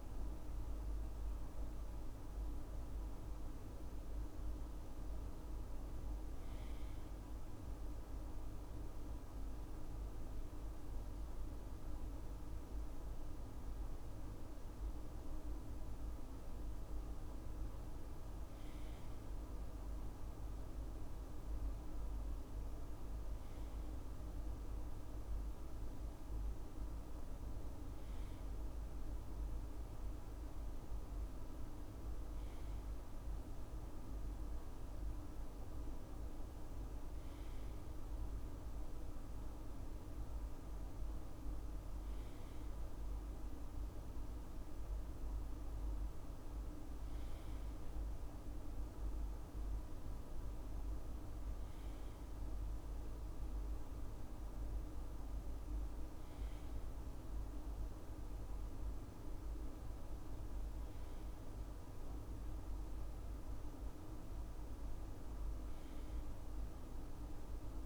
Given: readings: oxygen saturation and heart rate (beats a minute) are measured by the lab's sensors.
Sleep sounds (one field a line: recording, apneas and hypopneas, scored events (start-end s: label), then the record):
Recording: breathing in sleep, hard to hear, by a room microphone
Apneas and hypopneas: none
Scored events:
4.50-6.50 s: long interval between heartbeats (device-marked, heart rate 72 before, 71 extreme)
From the record:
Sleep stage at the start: N2 (light sleep)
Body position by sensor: on the left side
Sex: male